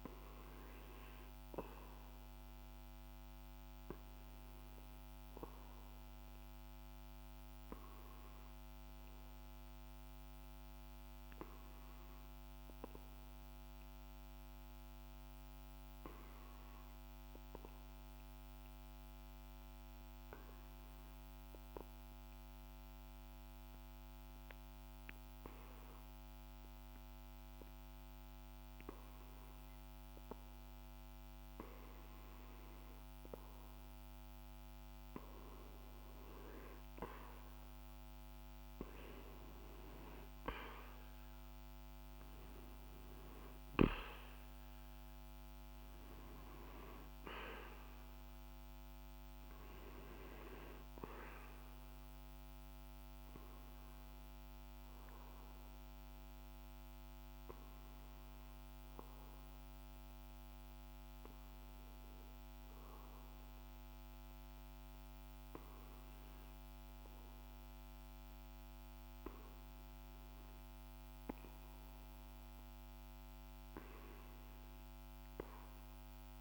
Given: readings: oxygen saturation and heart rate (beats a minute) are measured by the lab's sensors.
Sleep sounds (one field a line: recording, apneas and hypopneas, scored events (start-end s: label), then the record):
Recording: breathing in sleep by a microphone on the trachea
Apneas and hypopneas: 2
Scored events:
0.00-10.50 s: oxygen desaturation (device-marked, oxygen 90% lowest, heart rate 47 extreme)
0.50-34.00 s: obstructive apnea (oxygen 98% before, 90% lowest, heart rate 49 before, 47 extreme, up 3 after)
27.50-65.50 s: oxygen desaturation (device-marked, oxygen 98% before, 90% lowest, heart rate 49 before, 46 extreme)
38.00-43.50 s: arousal
54.00-70.00 s: hypopnea (oxygen 97% before, 91% lowest, heart rate 50 before, 46 extreme, up 2 after)
73.00-76.41 s: arousal
From the record:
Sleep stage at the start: REM sleep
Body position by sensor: on the back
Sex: male